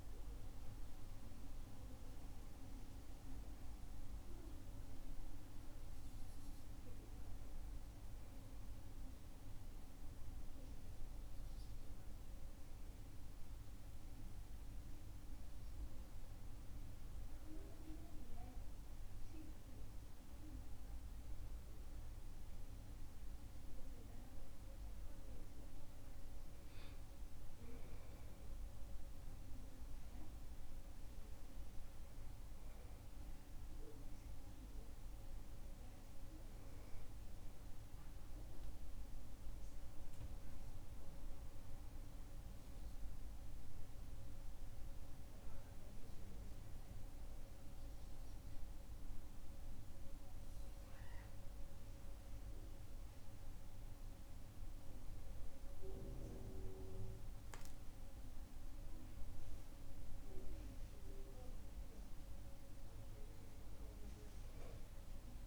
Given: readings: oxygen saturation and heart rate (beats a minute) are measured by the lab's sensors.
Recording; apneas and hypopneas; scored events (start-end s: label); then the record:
breathing in sleep, hard to hear, by a room microphone; none
none scored
From the record:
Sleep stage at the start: N2 (light sleep); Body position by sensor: on the back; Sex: male